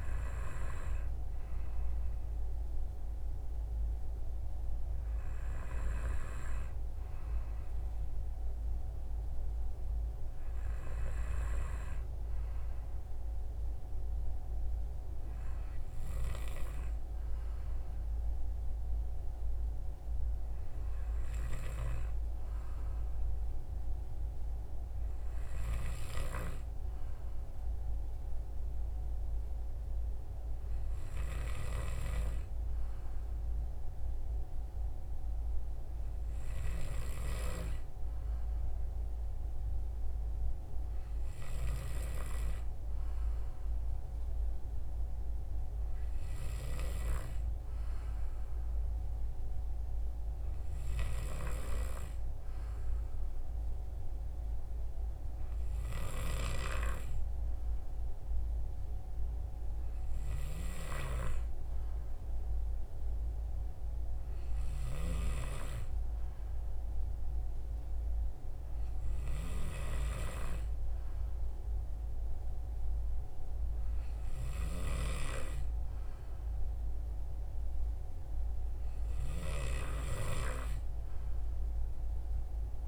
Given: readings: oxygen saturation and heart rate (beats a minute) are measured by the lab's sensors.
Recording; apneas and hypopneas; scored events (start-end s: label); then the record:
breathing in sleep by a room microphone; none
none scored
From the record:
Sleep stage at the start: N2 (light sleep); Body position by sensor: on the right side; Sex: male